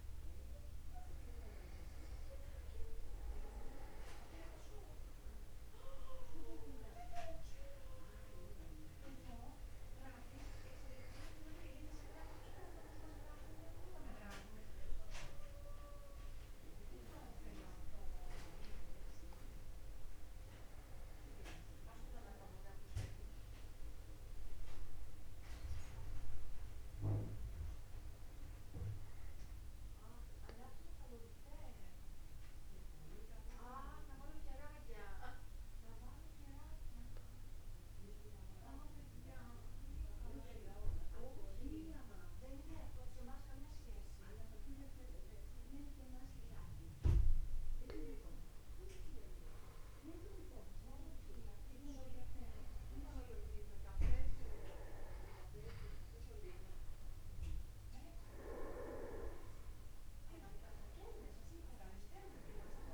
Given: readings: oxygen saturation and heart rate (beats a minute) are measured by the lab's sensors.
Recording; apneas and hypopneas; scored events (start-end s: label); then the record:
a person partly awake in a sleep study, by a room microphone; 1
8.00-62.94 s: new sleep stage, N1 (lightest sleep)
31.50-48.00 s: central apnea (oxygen 98% before, 94% lowest, heart rate 51 before, 50 extreme, up 1 after)
51.00-55.50 s: arousal
From the record:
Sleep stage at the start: awake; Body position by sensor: upright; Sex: male